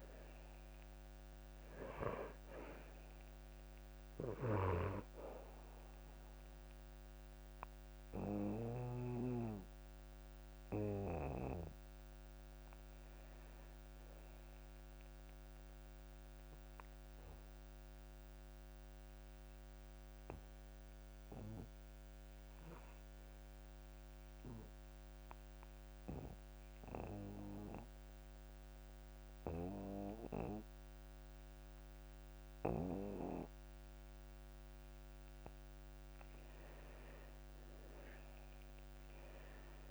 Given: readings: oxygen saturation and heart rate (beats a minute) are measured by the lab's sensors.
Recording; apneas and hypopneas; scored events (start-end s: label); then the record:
breathing in sleep by a microphone on the trachea; 1
0.00-23.00 s: oxygen desaturation (device-marked, oxygen 88% lowest)
18.00-35.50 s: obstructive apnea (oxygen 99% before, 83% lowest)
32.00-34.00 s: long interval between heartbeats (device-marked)
37.50-39.91 s: arousal
38.00-39.91 s: oxygen desaturation (device-marked, oxygen 95% before, 83% lowest)
From the record:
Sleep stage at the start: N2 (light sleep); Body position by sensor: on the back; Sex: male